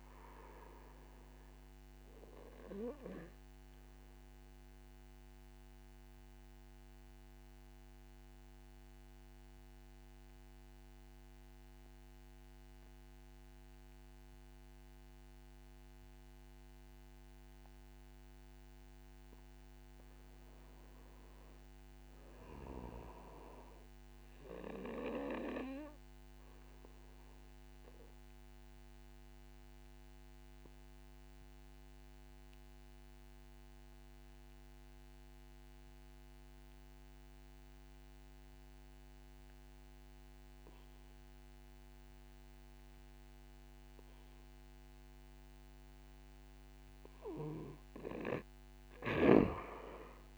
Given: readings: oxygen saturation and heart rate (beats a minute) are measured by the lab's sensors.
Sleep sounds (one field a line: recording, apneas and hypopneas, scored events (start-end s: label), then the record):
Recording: breathing in sleep by a microphone on the trachea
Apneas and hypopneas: 2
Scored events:
0.00-16.00 s: oxygen desaturation (device-marked, oxygen 86% lowest, heart rate 60 extreme)
2.50-18.50 s: obstructive apnea (oxygen 97% before, 84% lowest, heart rate 64 before, 58 extreme, up 8 after)
21.50-25.00 s: arousal
27.00-46.00 s: obstructive apnea (oxygen 97% before, 84% lowest, heart rate 69 before, 49 extreme, up 10 after)
30.00-41.00 s: oxygen desaturation (device-marked, oxygen 97% before, 91% lowest, heart rate 71 before, 49 extreme)
48.00-50.38 s: oxygen desaturation (device-marked, oxygen 94% before, 84% lowest, heart rate 66 before, 49 extreme)
From the record:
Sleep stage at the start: N2 (light sleep)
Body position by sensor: on the back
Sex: male